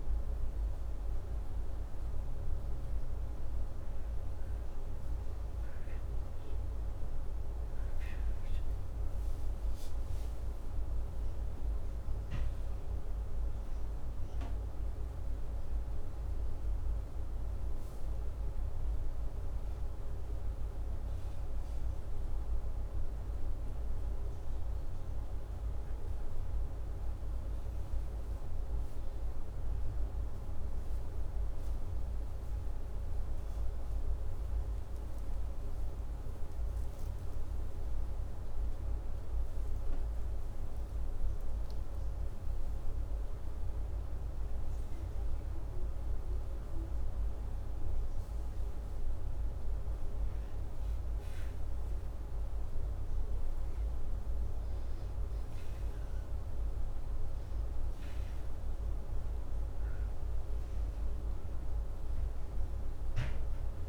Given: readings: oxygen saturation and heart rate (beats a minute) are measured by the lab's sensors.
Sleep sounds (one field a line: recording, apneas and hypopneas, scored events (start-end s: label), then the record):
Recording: breathing in sleep, hard to hear, by a room microphone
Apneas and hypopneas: none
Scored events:
10.50-14.00 s: arousal
From the record:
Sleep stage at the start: N2 (light sleep)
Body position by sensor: upright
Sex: male